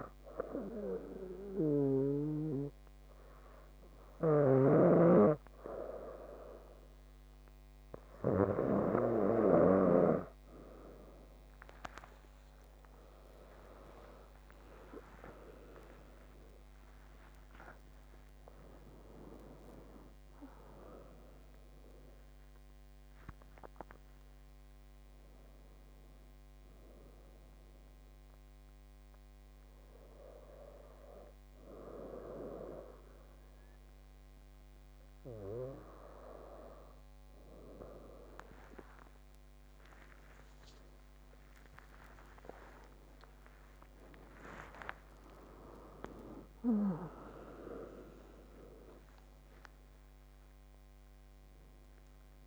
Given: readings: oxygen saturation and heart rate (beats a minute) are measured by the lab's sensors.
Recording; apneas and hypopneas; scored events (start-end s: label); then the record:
a person awake in a sleep study, by a microphone on the trachea; none
13.00-43.00 s: new sleep stage, awake
43.00-52.47 s: new sleep stage, N1 (lightest sleep)
From the record:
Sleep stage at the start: N2 (light sleep); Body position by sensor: on the back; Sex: female